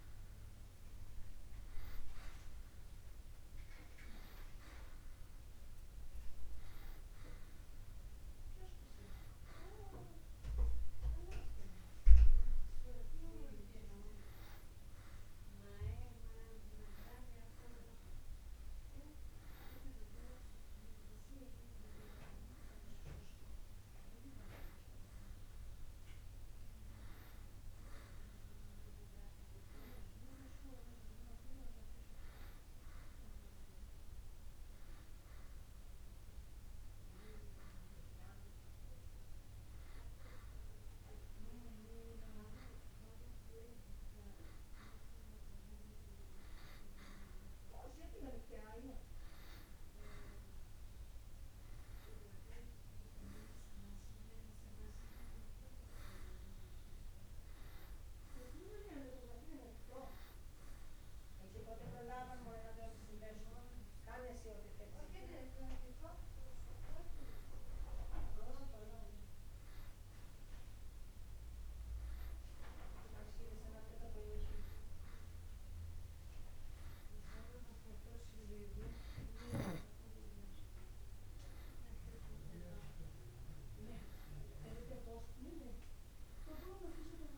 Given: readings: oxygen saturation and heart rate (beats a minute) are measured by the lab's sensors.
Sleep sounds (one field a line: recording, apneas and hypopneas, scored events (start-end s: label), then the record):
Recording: breathing in sleep by a room microphone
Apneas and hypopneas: 1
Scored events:
29.00-33.00 s: arousal
36.50-47.50 s: hypopnea (oxygen 94% before, 92% lowest, heart rate 57 before, 56 extreme, up 2 after)
49.50-53.00 s: arousal
50.00-87.38 s: new sleep stage, N2 (light sleep)
From the record:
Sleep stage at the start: N1 (lightest sleep)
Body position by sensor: on the back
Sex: male